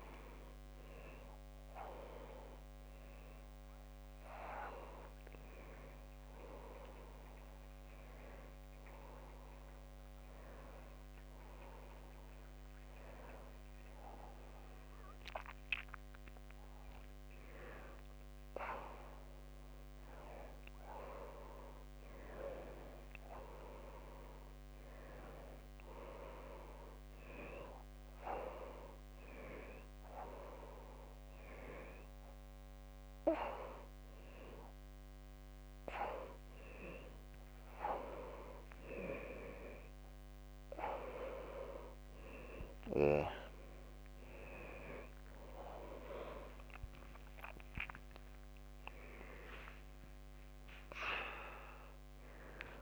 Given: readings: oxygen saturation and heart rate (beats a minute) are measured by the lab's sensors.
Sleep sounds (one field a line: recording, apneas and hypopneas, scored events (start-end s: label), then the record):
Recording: a person awake in a sleep study, by a microphone on the trachea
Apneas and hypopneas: none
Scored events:
4.50-15.50 s: oxygen desaturation (device-marked, oxygen 97% before, 94% lowest, heart rate 113 before, 100 extreme)
20.50-22.50 s: long interval between heartbeats (device-marked, heart rate 109 before, 127 extreme)
24.00-26.00 s: long interval between heartbeats (device-marked, heart rate 112 before, 148 extreme)
26.50-28.50 s: long interval between heartbeats (device-marked, heart rate 118 before, 120 extreme)
29.00-31.00 s: long interval between heartbeats (device-marked, heart rate 120 before, 100 extreme)
31.50-33.50 s: long interval between heartbeats (device-marked, heart rate 120 before, 111 extreme)
37.00-39.00 s: long interval between heartbeats (device-marked, heart rate 122 before, 131 extreme)
39.00-41.00 s: long interval between heartbeats (device-marked, heart rate 124 before, 142 extreme)
42.00-44.00 s: long interval between heartbeats (device-marked, heart rate 128 before, 171 extreme)
45.50-47.50 s: long interval between heartbeats (device-marked, heart rate 133 before, 162 extreme)
50.00-52.00 s: long interval between heartbeats (device-marked, heart rate 138 before, 130 extreme)
From the record:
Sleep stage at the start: awake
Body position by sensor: upright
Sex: male